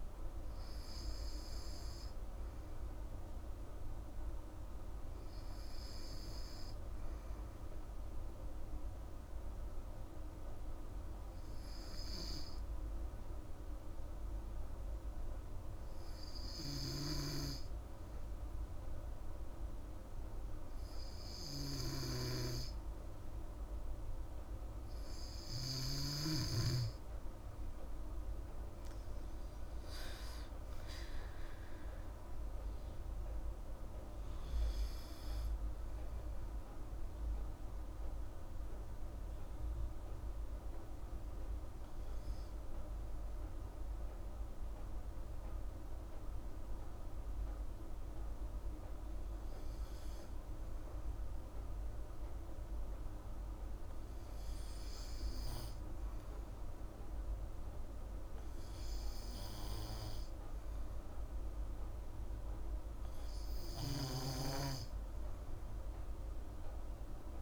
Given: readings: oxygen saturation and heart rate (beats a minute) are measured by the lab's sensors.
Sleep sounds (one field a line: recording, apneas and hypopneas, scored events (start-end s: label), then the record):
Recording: breathing in sleep by a room microphone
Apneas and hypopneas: 1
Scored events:
27.50-32.00 s: arousal
37.50-50.00 s: hypopnea (oxygen 96% before, 94% lowest, heart rate 59 before, 50 extreme, up 5 after)
52.00-55.00 s: arousal
From the record:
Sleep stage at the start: N2 (light sleep)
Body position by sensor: on the back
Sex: female